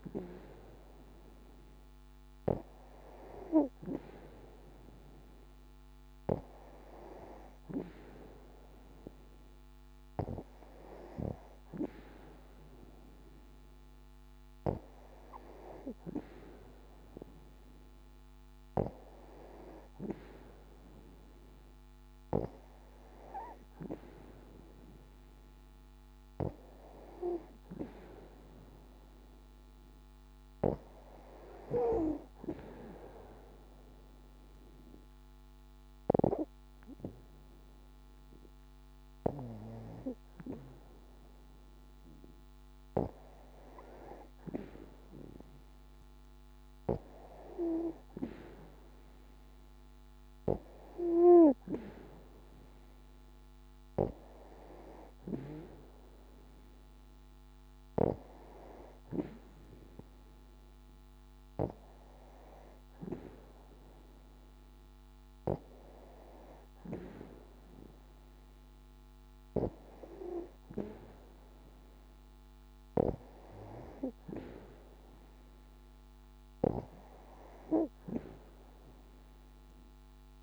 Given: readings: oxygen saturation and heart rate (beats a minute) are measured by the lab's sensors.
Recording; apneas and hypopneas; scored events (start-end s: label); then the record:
breathing in sleep by a microphone on the trachea; none
none scored
From the record:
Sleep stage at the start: N2 (light sleep); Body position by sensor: on the back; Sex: female